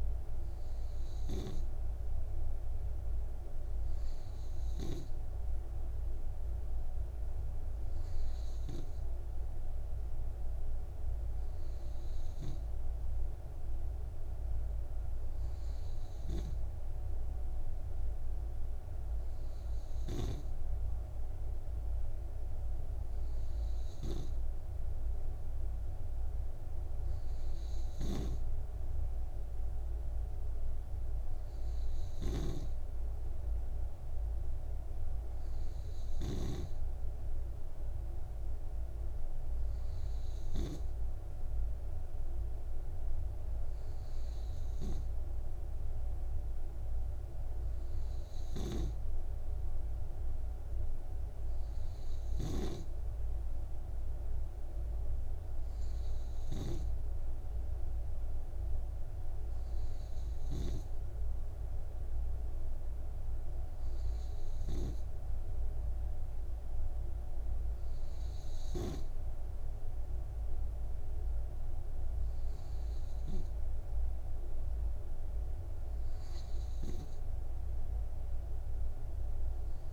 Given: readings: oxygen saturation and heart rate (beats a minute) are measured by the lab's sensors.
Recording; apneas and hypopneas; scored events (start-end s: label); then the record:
breathing in sleep by a room microphone; none
none scored
From the record:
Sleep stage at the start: N2 (light sleep); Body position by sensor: on the right side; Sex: male